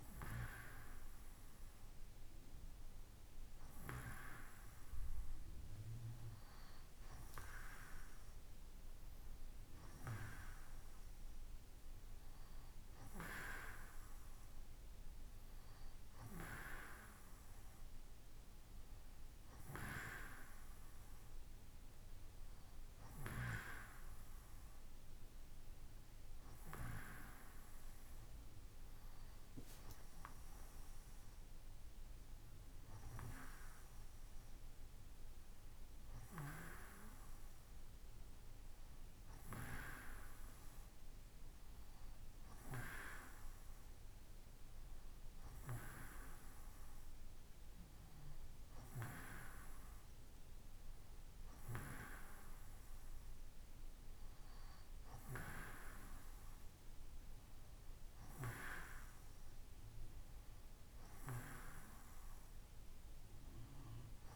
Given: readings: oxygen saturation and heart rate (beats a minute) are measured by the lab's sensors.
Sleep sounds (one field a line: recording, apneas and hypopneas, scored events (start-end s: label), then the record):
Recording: breathing in sleep by a room microphone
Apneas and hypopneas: none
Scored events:
none scored
From the record:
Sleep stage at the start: N2 (light sleep)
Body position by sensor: on the right side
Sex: male